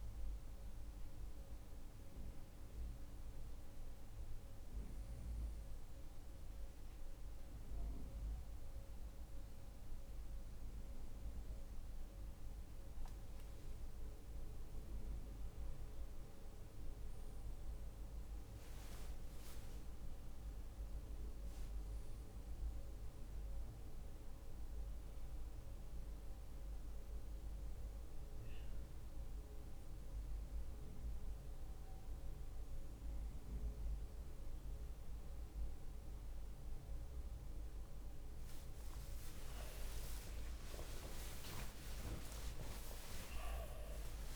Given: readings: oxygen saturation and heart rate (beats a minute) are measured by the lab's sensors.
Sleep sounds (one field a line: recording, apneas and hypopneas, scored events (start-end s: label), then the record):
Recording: a person awake in a sleep study, by a room microphone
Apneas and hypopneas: none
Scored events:
none scored
From the record:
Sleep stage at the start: awake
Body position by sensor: on the right side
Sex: male